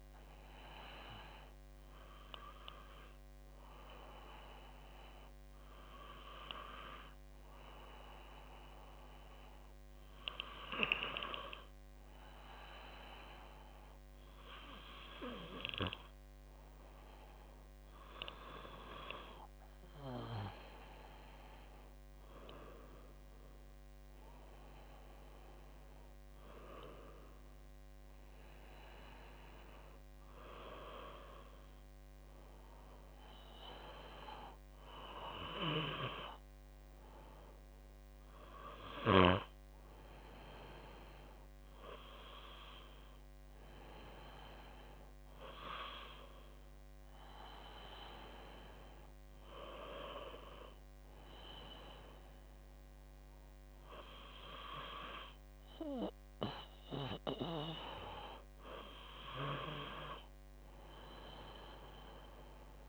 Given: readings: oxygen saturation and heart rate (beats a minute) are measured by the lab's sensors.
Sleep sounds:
breathing in sleep by a microphone on the trachea; none
none scored
From the record:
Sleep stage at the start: N2 (light sleep); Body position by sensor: on the back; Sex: female

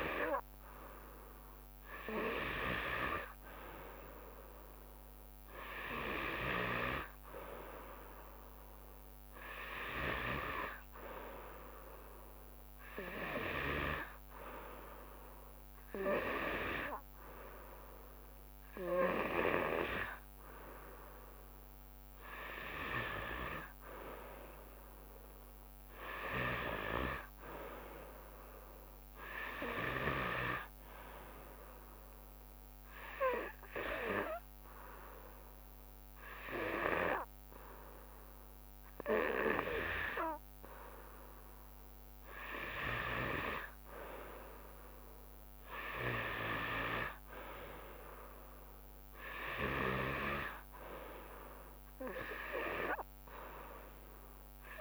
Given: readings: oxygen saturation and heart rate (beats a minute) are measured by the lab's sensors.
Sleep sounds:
breathing in sleep by a microphone on the trachea; 1
32.00-42.50 s: hypopnea (oxygen 94% before, 92% lowest, heart rate 73 before, 72 extreme, up 2 after)
45.00-48.50 s: arousal
From the record:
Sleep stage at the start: N2 (light sleep); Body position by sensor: on the back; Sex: female

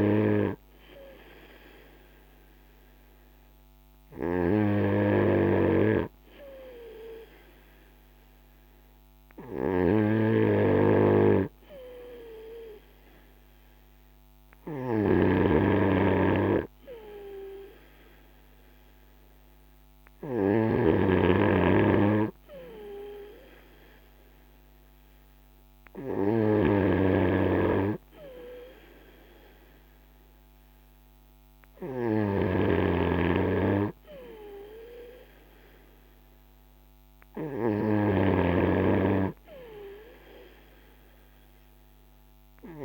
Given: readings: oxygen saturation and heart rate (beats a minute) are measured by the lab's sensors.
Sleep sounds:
breathing in sleep by a microphone on the trachea; none
32.50-38.50 s: snoring (device-marked)
From the record:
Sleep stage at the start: N3 (deep sleep); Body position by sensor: on the front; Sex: male

